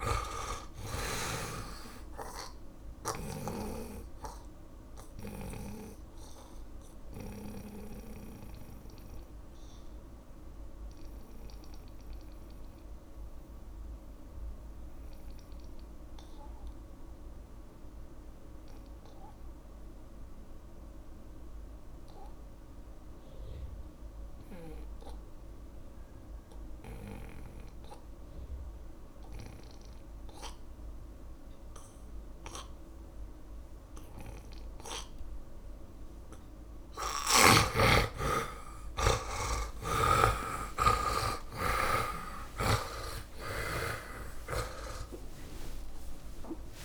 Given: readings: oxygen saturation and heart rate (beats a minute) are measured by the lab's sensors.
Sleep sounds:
breathing in sleep by a room microphone; 1
0.00-4.00 s: snoring (device-marked)
0.00-24.00 s: oxygen desaturation (device-marked, oxygen 80% lowest)
5.50-37.00 s: mixed apnea (oxygen 100% before, 79% lowest)
31.00-46.85 s: oxygen desaturation (device-marked, oxygen 100% before, 79% lowest)
40.00-43.50 s: snoring (device-marked)
40.00-45.50 s: arousal
From the record:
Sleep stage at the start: N2 (light sleep); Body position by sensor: on the back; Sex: male

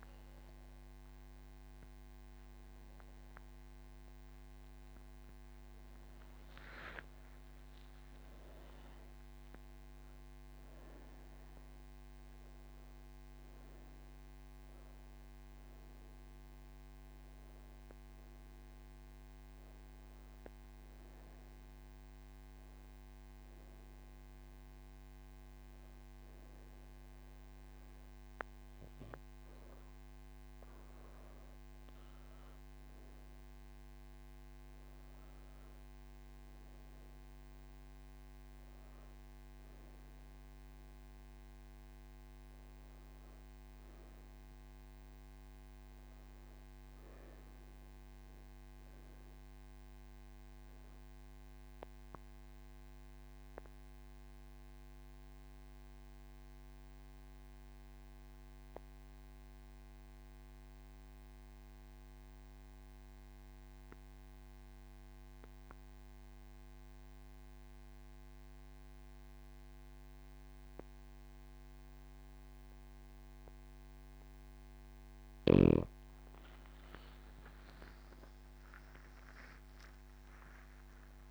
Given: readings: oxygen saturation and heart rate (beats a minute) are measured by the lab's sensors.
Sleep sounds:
breathing in sleep, hard to hear, by a microphone on the trachea; 2
23.50-33.50 s: hypopnea (oxygen 100% before, 93% lowest)
30.00-48.00 s: oxygen desaturation (device-marked, oxygen 99% before, 93% lowest)
49.50-75.50 s: mixed apnea (oxygen 99% before, 93% lowest)
From the record:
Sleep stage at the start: N1 (lightest sleep); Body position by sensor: on the right side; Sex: female

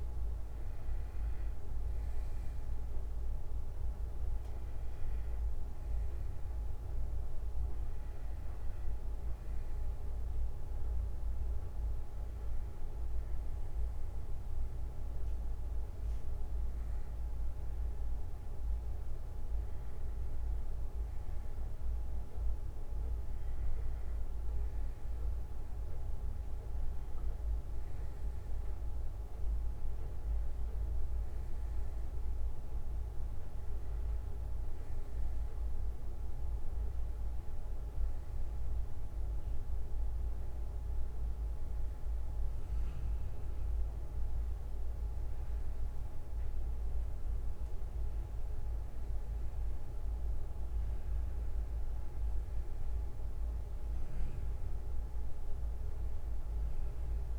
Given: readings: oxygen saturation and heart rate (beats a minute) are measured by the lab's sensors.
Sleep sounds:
breathing in sleep, hard to hear, by a room microphone; none
12.00-19.00 s: bradycardia (device-marked, heart rate 63 before, 58 extreme)
12.00-57.39 s: new sleep stage, N1 (lightest sleep)
From the record:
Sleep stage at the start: N2 (light sleep); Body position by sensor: on the back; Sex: male

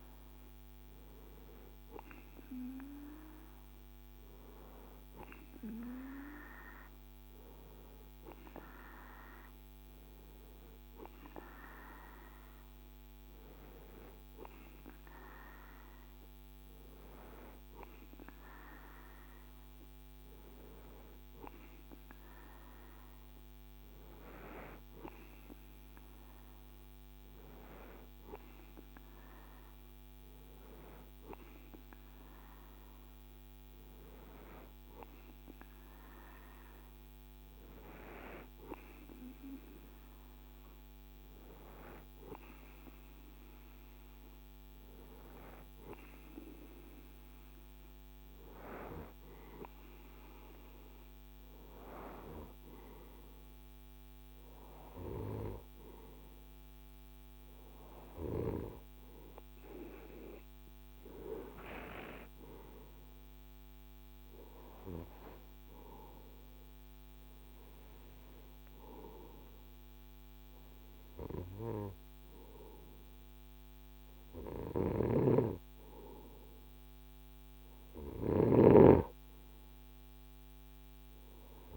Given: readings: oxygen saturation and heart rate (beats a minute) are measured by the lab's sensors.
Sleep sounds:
breathing in sleep by a microphone on the trachea; none
74.00-77.50 s: snoring (device-marked)
From the record:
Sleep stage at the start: N2 (light sleep); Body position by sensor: on the right side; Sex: male

